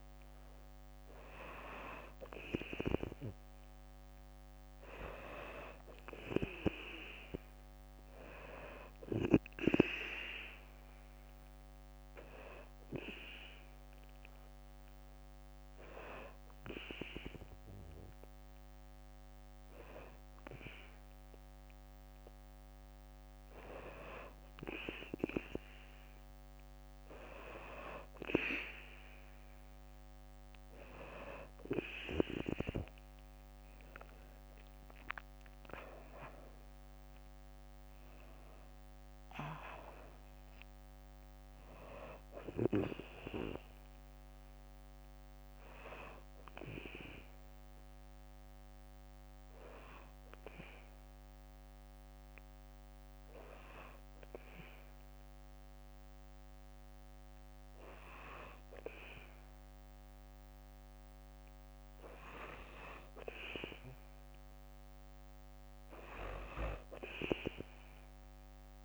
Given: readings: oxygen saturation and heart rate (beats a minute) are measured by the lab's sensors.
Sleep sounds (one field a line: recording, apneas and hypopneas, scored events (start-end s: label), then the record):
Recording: breathing in sleep by a microphone on the trachea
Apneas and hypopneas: 2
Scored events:
4.50-7.50 s: arousal
5.00-18.00 s: drop in pulse transit time (device-marked, heart rate 63 before, 63 extreme)
12.50-23.00 s: hypopnea (oxygen 97% before, 92% lowest, heart rate 64 before, 62 extreme, up 2 after)
32.50-36.00 s: arousal
35.00-49.00 s: drop in pulse transit time (device-marked, heart rate 63 before, 61 extreme)
38.00-46.00 s: oxygen desaturation (device-marked, oxygen 96% before, 92% lowest, heart rate 64 before, 59 extreme)
47.50-59.50 s: hypopnea (oxygen 96% before, 93% lowest, heart rate 67 before, 60 extreme, up 4 after)
60.50-64.00 s: arousal
67.00-68.85 s: oxygen desaturation (device-marked, oxygen 97% before, 93% lowest, heart rate 61 before, 61 extreme)
From the record:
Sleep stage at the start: N2 (light sleep)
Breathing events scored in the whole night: 197 in 5.3 hours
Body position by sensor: on the back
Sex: female